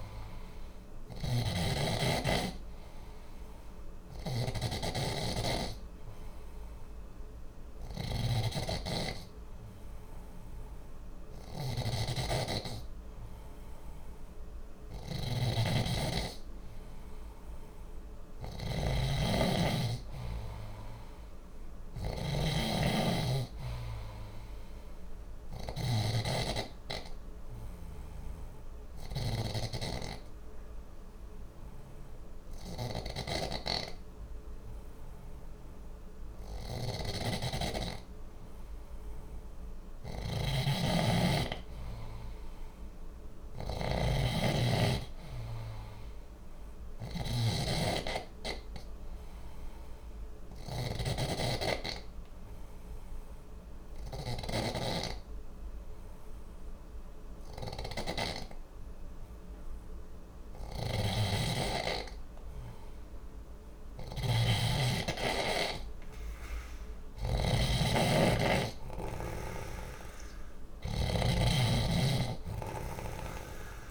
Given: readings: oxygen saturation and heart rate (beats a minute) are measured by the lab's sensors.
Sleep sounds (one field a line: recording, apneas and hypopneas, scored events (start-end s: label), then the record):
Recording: breathing in sleep by a room microphone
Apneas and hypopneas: 3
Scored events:
0.00-58.00 s: snoring (device-marked)
2.50-15.50 s: obstructive apnea (oxygen 97% before, 92% lowest, heart rate 60 before, 60 extreme, up 0 after)
17.00-20.50 s: arousal
21.50-38.50 s: oxygen desaturation (device-marked, oxygen 95% before, 92% lowest, heart rate 60 before, 60 extreme)
25.00-37.50 s: obstructive apnea (oxygen 96% before, 91% lowest, heart rate 60 before, 60 extreme, up 0 after)
40.00-43.50 s: arousal
48.00-62.50 s: obstructive apnea (oxygen 95% before, 91% lowest, heart rate 60 before, 60 extreme, up 0 after)
60.00-73.91 s: snoring (device-marked)
66.00-70.00 s: arousal
67.50-73.91 s: oxygen desaturation (device-marked, oxygen 95% before, 92% lowest, heart rate 60 before, 59 extreme)
From the record:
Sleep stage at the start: N2 (light sleep)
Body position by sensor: on the left side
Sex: male